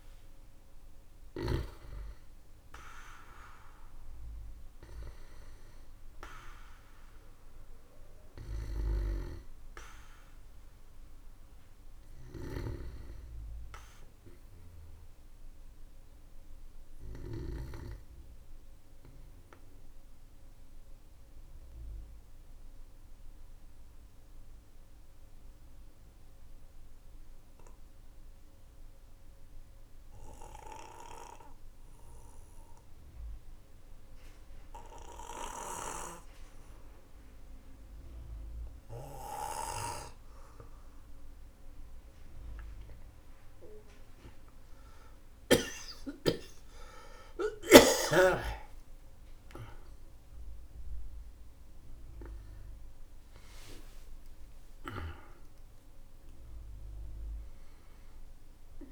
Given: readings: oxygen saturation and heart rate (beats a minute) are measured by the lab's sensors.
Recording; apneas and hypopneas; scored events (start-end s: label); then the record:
breathing in sleep by a room microphone; 1
0.00-25.00 s: oxygen desaturation (device-marked, oxygen 92% lowest, heart rate 45 extreme)
12.00-17.50 s: snoring (device-marked)
12.50-14.50 s: arousal
17.00-48.50 s: mixed apnea (oxygen 97% before, 92% lowest, heart rate 54 before, 45 extreme, up 23 after)
47.00-58.92 s: oxygen desaturation (device-marked, oxygen 99% before, 96% lowest, heart rate 52 before, 53 extreme)
54.00-58.92 s: new sleep stage, awake
From the record:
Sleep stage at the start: N2 (light sleep); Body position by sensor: on the back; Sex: male